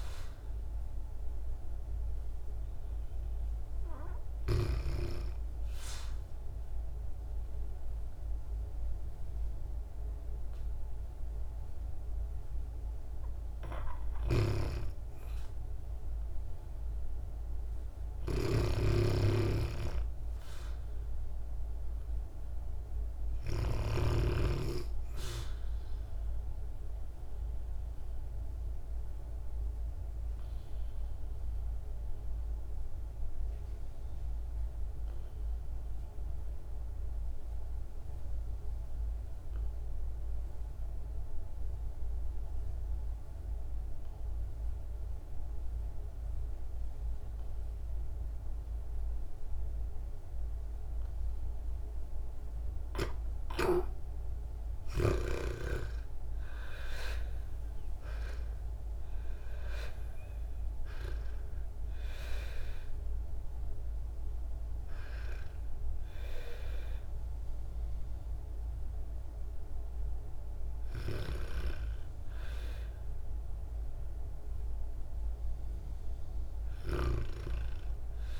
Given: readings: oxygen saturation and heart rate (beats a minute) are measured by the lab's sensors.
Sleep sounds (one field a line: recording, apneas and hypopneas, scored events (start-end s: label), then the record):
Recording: breathing in sleep by a room microphone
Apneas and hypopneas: 1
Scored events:
0.00-11.00 s: oxygen desaturation (device-marked, oxygen 72% lowest, heart rate 49 extreme)
18.00-24.00 s: snoring (device-marked)
18.50-23.00 s: arousal
27.50-53.00 s: obstructive apnea (oxygen 98% before, 78% lowest, heart rate 62 before, 53 extreme, up 13 after)
44.00-78.40 s: oxygen desaturation (device-marked, oxygen 97% before, 78% lowest, heart rate 60 before, 53 extreme)
55.00-59.50 s: arousal
From the record:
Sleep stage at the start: REM sleep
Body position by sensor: on the back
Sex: female